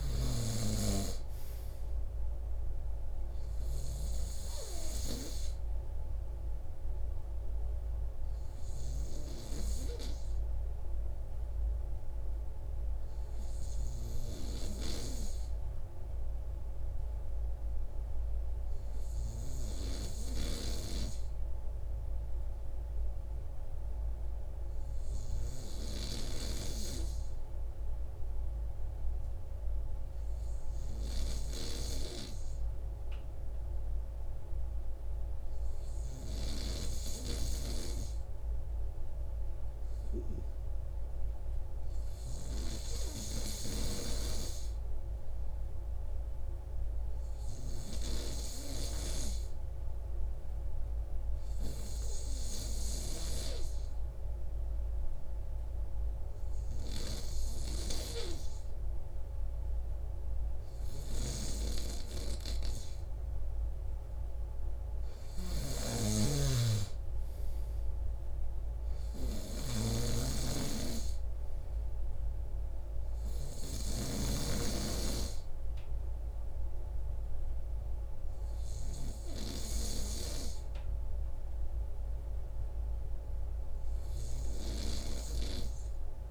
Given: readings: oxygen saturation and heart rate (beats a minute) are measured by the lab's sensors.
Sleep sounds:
breathing in sleep by a room microphone; 1
19.50-37.00 s: hypopnea (oxygen 99% before, 95% lowest)
39.50-42.00 s: arousal
From the record:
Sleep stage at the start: N3 (deep sleep); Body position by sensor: on the right side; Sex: male

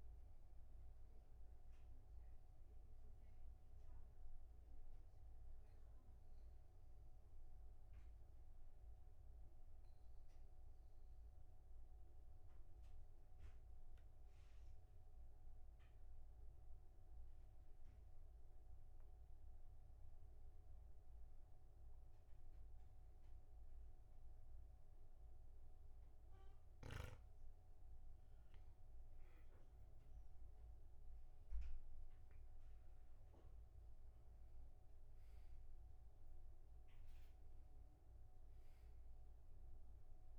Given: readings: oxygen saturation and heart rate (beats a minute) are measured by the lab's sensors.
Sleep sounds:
breathing in sleep, hard to hear, by a room microphone; 1
0.00-12.50 s: oxygen desaturation (device-marked, oxygen 95% lowest, heart rate 46 extreme)
2.50-26.50 s: obstructive apnea (oxygen 99% before, 95% lowest, heart rate 51 before, 46 extreme, up 4 after)
29.50-34.50 s: arousal
From the record:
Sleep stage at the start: N2 (light sleep); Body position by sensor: on the back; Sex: male

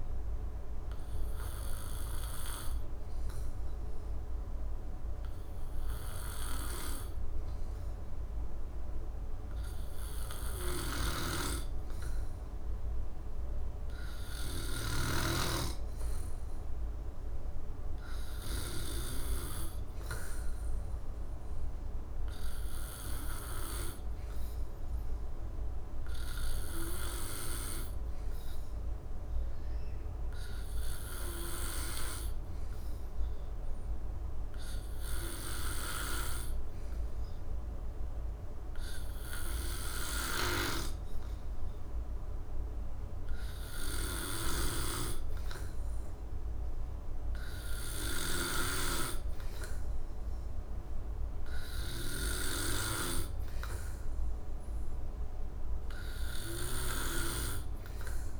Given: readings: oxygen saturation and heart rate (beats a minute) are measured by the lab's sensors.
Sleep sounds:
breathing in sleep by a room microphone; none
12.00-33.00 s: oxygen desaturation (device-marked, oxygen 96% before, 92% lowest, heart rate 67 before, 67 extreme)
From the record:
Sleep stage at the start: N2 (light sleep); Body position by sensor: on the back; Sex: male

